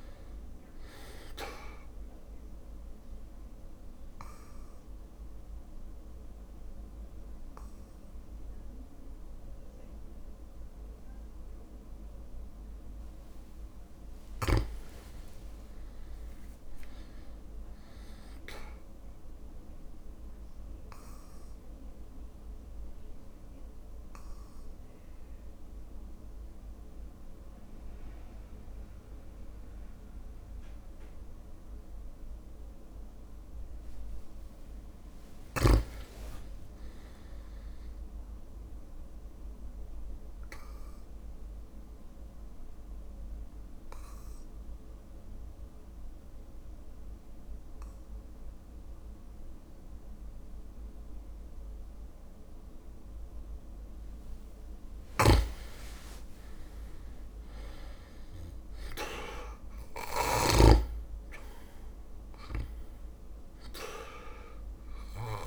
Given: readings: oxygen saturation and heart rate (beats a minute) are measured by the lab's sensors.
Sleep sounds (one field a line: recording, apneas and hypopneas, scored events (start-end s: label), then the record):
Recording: breathing in sleep by a room microphone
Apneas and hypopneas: 3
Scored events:
2.00-14.00 s: obstructive apnea (oxygen 100% before, 95% lowest, heart rate 59 before, 55 extreme, up 5 after)
13.50-22.50 s: oxygen desaturation (device-marked, oxygen 99% before, 95% lowest, heart rate 58 before, 56 extreme)
15.50-18.50 s: arousal
21.00-32.50 s: obstructive apnea (oxygen 99% before, 95% lowest, heart rate 58 before, 56 extreme, up 5 after)
34.50-38.00 s: arousal
36.50-46.50 s: drop in pulse transit time (device-marked, heart rate 58 before, 59 extreme)
40.50-54.00 s: obstructive apnea (oxygen 99% before, 94% lowest, heart rate 58 before, 54 extreme, up 6 after)
55.00-60.50 s: snoring (device-marked)
55.50-57.50 s: long interval between heartbeats (device-marked, heart rate 59 before, 59 extreme)
56.00-60.00 s: arousal
57.50-65.47 s: drop in pulse transit time (device-marked, heart rate 59 before, 56 extreme)
60.00-62.00 s: long interval between heartbeats (device-marked, heart rate 59 before, 64 extreme)
64.00-65.47 s: long interval between heartbeats (device-marked, heart rate 59 before, 64 extreme)
From the record:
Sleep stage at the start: REM sleep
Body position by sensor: on the back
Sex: male